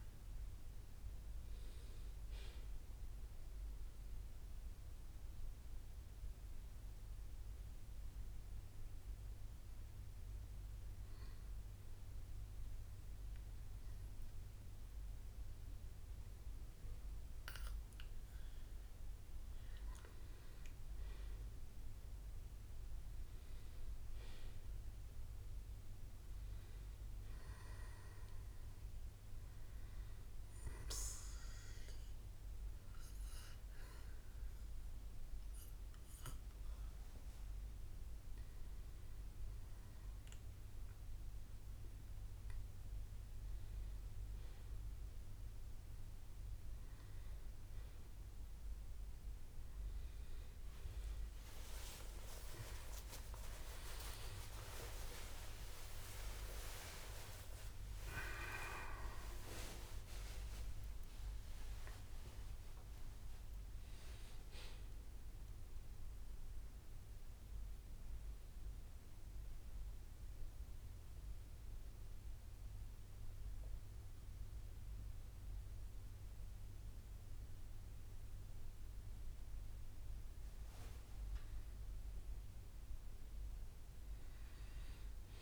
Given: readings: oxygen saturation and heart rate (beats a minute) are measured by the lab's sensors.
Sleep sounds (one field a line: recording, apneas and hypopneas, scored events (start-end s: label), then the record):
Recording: breathing in sleep by a room microphone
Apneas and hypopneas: 2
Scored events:
22.50-27.00 s: arousal
30.00-41.50 s: hypopnea (oxygen 97% before, 95% lowest, heart rate 62 before, 61 extreme, up 9 after)
42.00-85.42 s: new sleep stage, N1 (lightest sleep)
52.00-54.00 s: long interval between heartbeats (device-marked, heart rate 66 before, 88 extreme)
54.00-59.50 s: arousal
55.00-57.00 s: long interval between heartbeats (device-marked, heart rate 70 before, 99 extreme)
56.00-62.00 s: tachycardia (device-marked, heart rate 66 before, 112 extreme)
58.50-60.50 s: long interval between heartbeats (device-marked, heart rate 76 before, 94 extreme)
61.00-71.00 s: drop in pulse transit time (device-marked, heart rate 82 before, 62 extreme)
61.50-63.50 s: long interval between heartbeats (device-marked, heart rate 82 before, 112 extreme)
66.50-79.50 s: central apnea (oxygen 97% before, 94% lowest, heart rate 91 before, 58 extreme, up 4 after)
70.00-79.00 s: bradycardia (device-marked, heart rate 66 before, 58 extreme)
From the record:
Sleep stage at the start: N2 (light sleep)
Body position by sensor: on the back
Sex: male